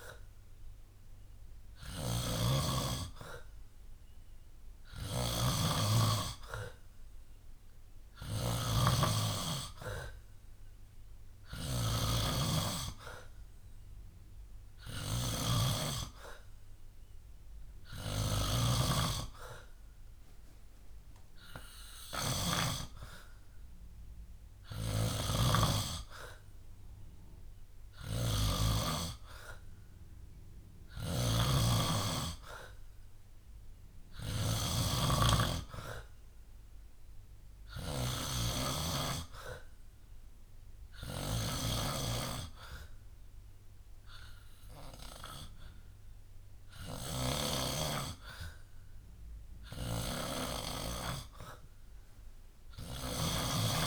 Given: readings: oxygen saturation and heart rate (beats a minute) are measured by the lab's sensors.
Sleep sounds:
breathing in sleep by a room microphone; none
0.00-22.50 s: snoring (device-marked)
24.50-28.50 s: snoring (device-marked)
30.50-47.50 s: snoring (device-marked)
49.50-53.87 s: snoring (device-marked)
From the record:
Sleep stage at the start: N2 (light sleep); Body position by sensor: on the back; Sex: male

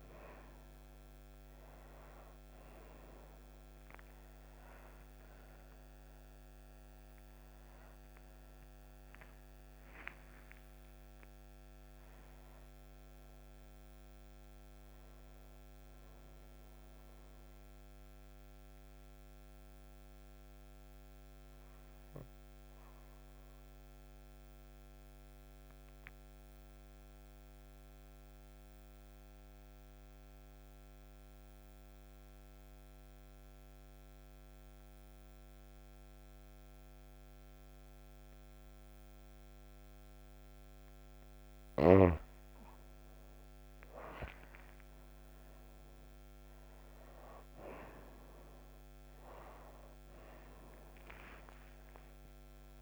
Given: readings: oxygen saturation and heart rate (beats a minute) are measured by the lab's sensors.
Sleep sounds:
breathing in sleep by a microphone on the trachea; 1
0.00-22.00 s: oxygen desaturation (device-marked, oxygen 98% before, 91% lowest, heart rate 62 before, 56 extreme)
4.50-9.50 s: arousal
17.00-39.50 s: obstructive apnea (oxygen 98% before, 91% lowest, heart rate 82 before, 56 extreme, up 11 after)
41.50-46.50 s: arousal
50.00-52.82 s: oxygen desaturation (device-marked, oxygen 99% before, 91% lowest, heart rate 62 before, 56 extreme)
From the record:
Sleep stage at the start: N2 (light sleep); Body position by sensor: on the right side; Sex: female

